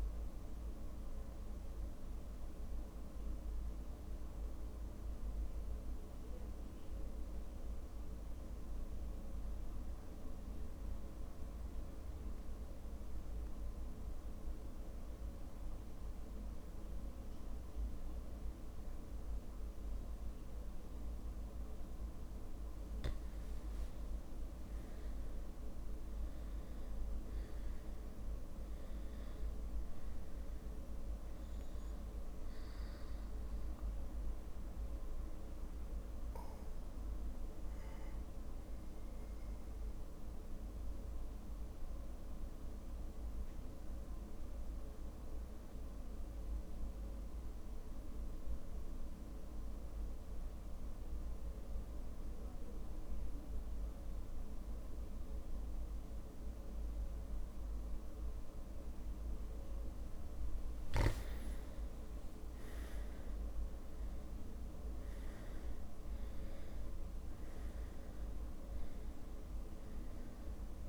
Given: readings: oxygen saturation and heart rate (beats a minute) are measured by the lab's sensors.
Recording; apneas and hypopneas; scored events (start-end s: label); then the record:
breathing in sleep, hard to hear, by a room microphone; 2
0.00-1.00 s: long interval between heartbeats (device-marked, heart rate 43 extreme)
0.00-19.50 s: oxygen desaturation (device-marked, oxygen 95% lowest)
2.50-22.50 s: mixed apnea (oxygen 100% before, 95% lowest)
4.50-6.50 s: long interval between heartbeats (device-marked, heart rate 34 before, 45 extreme)
5.50-19.50 s: drop in pulse transit time (device-marked, heart rate 34 before, 45 extreme)
11.00-13.00 s: long interval between heartbeats (device-marked, heart rate 39 before, 55 extreme)
18.50-20.50 s: long interval between heartbeats (device-marked, heart rate 48 before, 49 extreme)
24.00-28.00 s: arousal
25.00-27.00 s: long interval between heartbeats (device-marked)
35.00-37.00 s: long interval between heartbeats (device-marked)
35.00-60.50 s: obstructive apnea (oxygen 99% before, 93% lowest)
40.50-53.50 s: oxygen desaturation (device-marked, oxygen 99% before, 95% lowest)
46.00-48.00 s: long interval between heartbeats (device-marked)
47.50-66.50 s: drop in pulse transit time (device-marked)
48.00-50.00 s: long interval between heartbeats (device-marked)
58.50-60.50 s: long interval between heartbeats (device-marked)
61.50-65.00 s: arousal
64.00-66.00 s: long interval between heartbeats (device-marked, heart rate 38 before, 36 extreme)
From the record:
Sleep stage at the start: N2 (light sleep); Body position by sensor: on the back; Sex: male